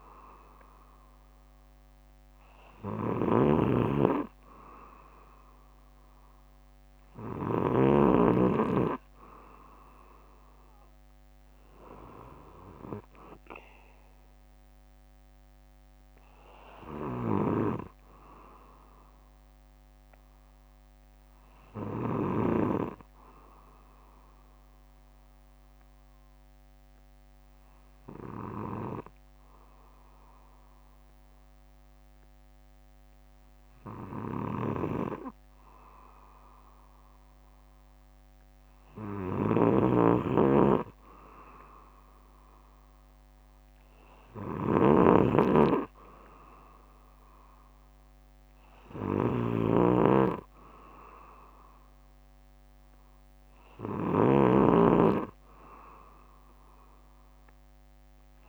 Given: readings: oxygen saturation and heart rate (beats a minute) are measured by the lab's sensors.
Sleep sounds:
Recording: breathing in sleep by a microphone on the trachea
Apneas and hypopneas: 1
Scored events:
0.00-8.00 s: snoring (device-marked)
18.50-22.00 s: arousal
24.50-34.50 s: obstructive apnea (oxygen 95% before, 93% lowest, heart rate 63 before, 54 extreme, up 5 after)
26.00-41.00 s: bradycardia (device-marked, heart rate 61 before, 54 extreme)
38.50-42.00 s: arousal
39.50-58.49 s: snoring (device-marked)
From the record:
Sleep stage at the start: N2 (light sleep)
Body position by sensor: on the back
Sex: male

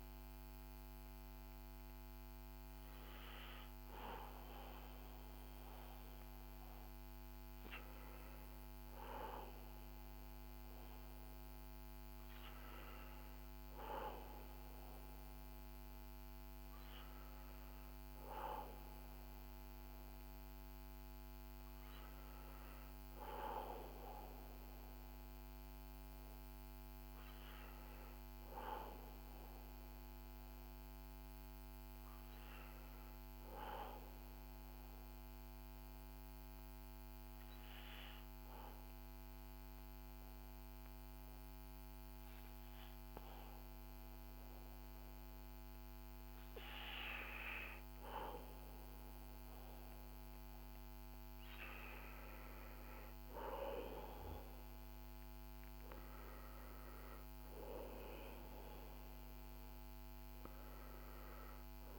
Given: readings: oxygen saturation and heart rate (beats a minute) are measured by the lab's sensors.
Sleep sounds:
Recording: breathing in sleep by a microphone on the trachea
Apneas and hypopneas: 1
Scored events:
29.00-61.99 s: new sleep stage, N2 (light sleep)
34.00-50.50 s: hypopnea (oxygen 94% before, 91% lowest, heart rate 58 before, 52 extreme, up 5 after)
53.50-57.00 s: arousal
From the record:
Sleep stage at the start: N1 (lightest sleep)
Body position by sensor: on the back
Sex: male

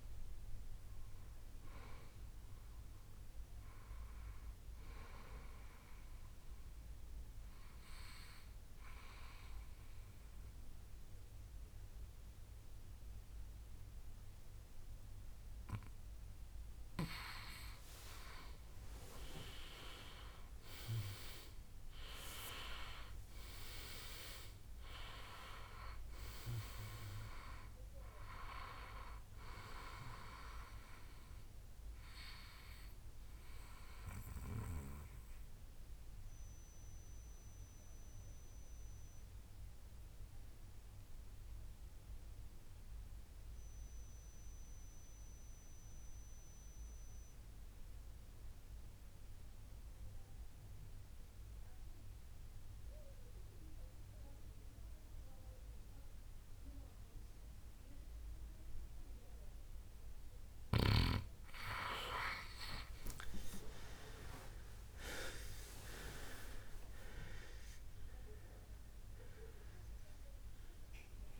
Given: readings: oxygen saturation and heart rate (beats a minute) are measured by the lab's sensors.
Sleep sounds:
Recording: breathing in sleep by a room microphone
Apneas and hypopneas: 2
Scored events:
0.00-2.00 s: oxygen desaturation (device-marked, oxygen 90% lowest, heart rate 62 extreme)
5.50-18.00 s: central apnea (oxygen 98% before, 91% lowest, heart rate 74 before, 62 extreme, up 17 after)
16.00-71.39 s: new sleep stage, N2 (light sleep)
20.00-26.00 s: arousal
24.00-34.00 s: oxygen desaturation (device-marked, oxygen 98% before, 95% lowest, heart rate 67 before, 60 extreme)
34.00-60.50 s: obstructive apnea (oxygen 99% before, 91% lowest, heart rate 72 before, 60 extreme, up 20 after)
58.00-71.39 s: oxygen desaturation (device-marked, oxygen 98% before, 91% lowest, heart rate 62 before, 63 extreme)
63.00-67.00 s: arousal
From the record:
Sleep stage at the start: N1 (lightest sleep)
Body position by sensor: on the back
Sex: male

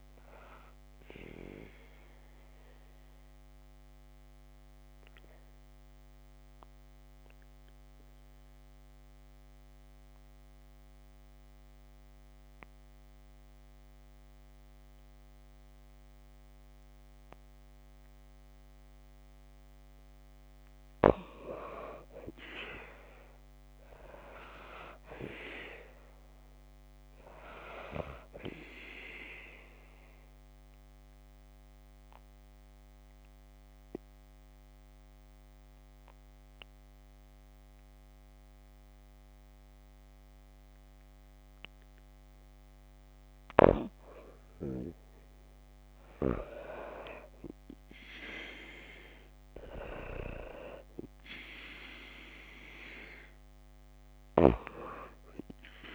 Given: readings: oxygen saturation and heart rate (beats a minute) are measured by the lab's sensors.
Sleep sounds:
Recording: breathing in sleep by a microphone on the trachea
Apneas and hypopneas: 2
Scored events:
0.00-26.50 s: oxygen desaturation (device-marked, oxygen 89% lowest, heart rate 53 extreme)
3.00-21.00 s: obstructive apnea (oxygen 95% before, 89% lowest, heart rate 55 before, 53 extreme, up 3 after)
23.00-26.50 s: arousal
29.50-43.00 s: obstructive apnea (oxygen 96% before, 90% lowest, heart rate 54 before, 53 extreme, up 0 after)
31.50-50.50 s: oxygen desaturation (device-marked, oxygen 96% before, 90% lowest, heart rate 54 before, 53 extreme)
51.00-54.00 s: arousal
From the record:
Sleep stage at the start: N2 (light sleep)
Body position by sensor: on the back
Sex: female

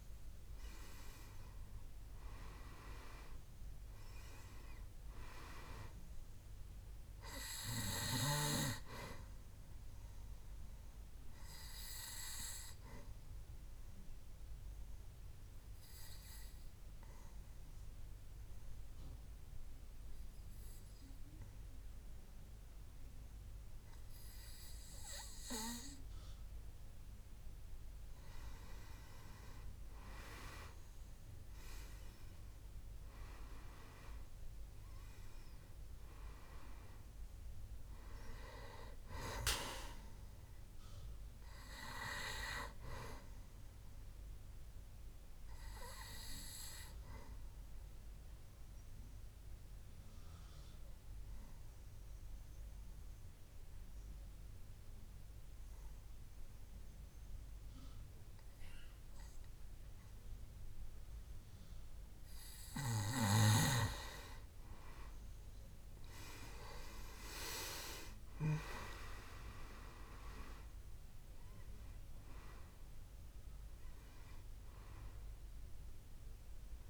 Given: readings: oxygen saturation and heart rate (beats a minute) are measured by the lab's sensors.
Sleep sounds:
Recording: breathing in sleep by a room microphone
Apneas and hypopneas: 2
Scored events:
0.00-3.00 s: arousal
3.50-26.50 s: oxygen desaturation (device-marked, oxygen 98% before, 91% lowest, heart rate 68 before, 61 extreme)
10.50-28.00 s: obstructive apnea (oxygen 98% before, 91% lowest, heart rate 70 before, 61 extreme, up 8 after)
31.00-35.00 s: arousal
39.50-57.50 s: oxygen desaturation (device-marked, oxygen 98% before, 91% lowest, heart rate 68 before, 61 extreme)
45.00-63.00 s: obstructive apnea (oxygen 98% before, 91% lowest, heart rate 69 before, 61 extreme, up 10 after)
65.50-69.50 s: arousal
72.50-76.90 s: oxygen desaturation (device-marked, oxygen 98% before, 91% lowest, heart rate 67 before, 63 extreme)
From the record:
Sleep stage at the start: N2 (light sleep)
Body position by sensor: on the back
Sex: male

